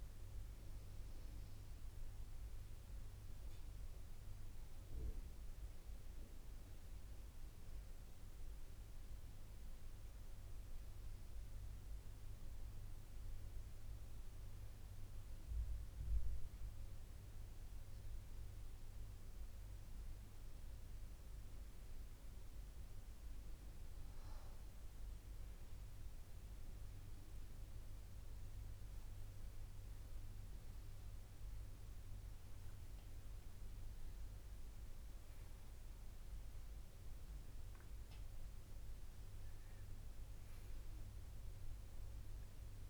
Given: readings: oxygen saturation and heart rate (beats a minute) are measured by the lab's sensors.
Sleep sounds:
a person awake in a sleep study, hard to hear, by a room microphone; none
none scored
From the record:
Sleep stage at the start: awake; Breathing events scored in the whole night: 332 in 4.6 hours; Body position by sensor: on the right side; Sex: female

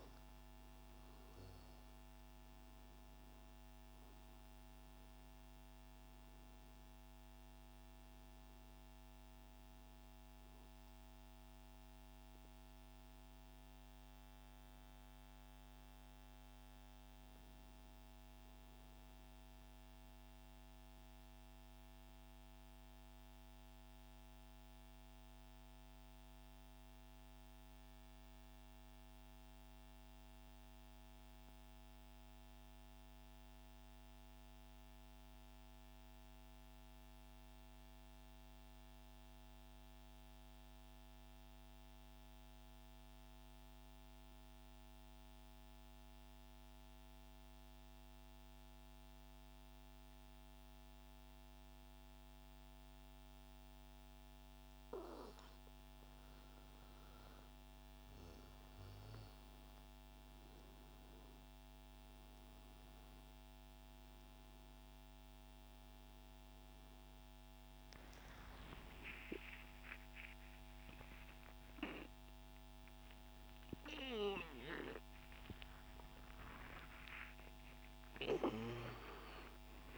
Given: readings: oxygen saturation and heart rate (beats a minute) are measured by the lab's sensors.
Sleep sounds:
breathing in sleep by a microphone on the trachea; 1
0.00-20.00 s: oxygen desaturation (device-marked, oxygen 91% lowest, heart rate 56 extreme)
19.50-54.50 s: mixed apnea (oxygen 97% before, 88% lowest, heart rate 68 before, 56 extreme, up 8 after)
44.00-79.98 s: oxygen desaturation (device-marked, oxygen 98% before, 88% lowest, heart rate 59 before, 60 extreme)
61.00-79.98 s: new sleep stage, awake
From the record:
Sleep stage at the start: N2 (light sleep); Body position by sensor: on the back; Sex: male

